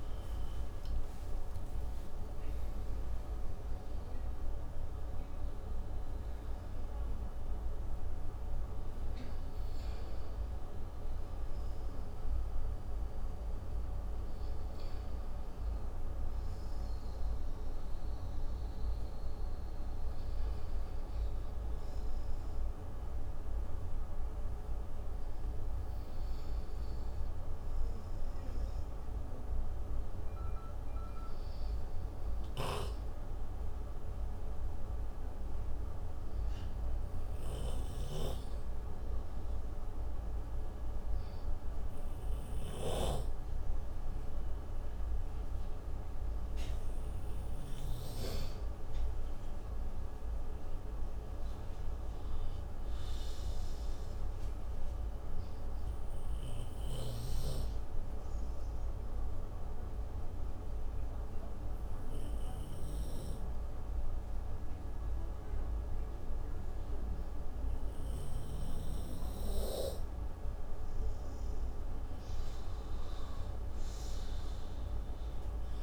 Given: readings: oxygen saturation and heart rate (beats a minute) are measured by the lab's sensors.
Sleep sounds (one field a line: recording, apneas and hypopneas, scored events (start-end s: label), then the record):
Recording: breathing in sleep, hard to hear, by a room microphone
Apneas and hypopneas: 2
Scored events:
0.00-4.00 s: arousal
0.50-5.50 s: tachycardia (device-marked)
10.50-16.50 s: oxygen desaturation (device-marked, oxygen 95% before, 92% lowest)
28.00-31.00 s: arousal
34.50-47.00 s: obstructive apnea (oxygen 98% before, 91% lowest)
44.50-69.50 s: oxygen desaturation (device-marked, oxygen 98% before, 93% lowest)
48.50-50.50 s: arousal
53.50-70.50 s: obstructive apnea (oxygen 98% before, 91% lowest)
72.00-75.82 s: arousal
From the record:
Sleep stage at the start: N2 (light sleep)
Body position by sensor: on the right side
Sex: male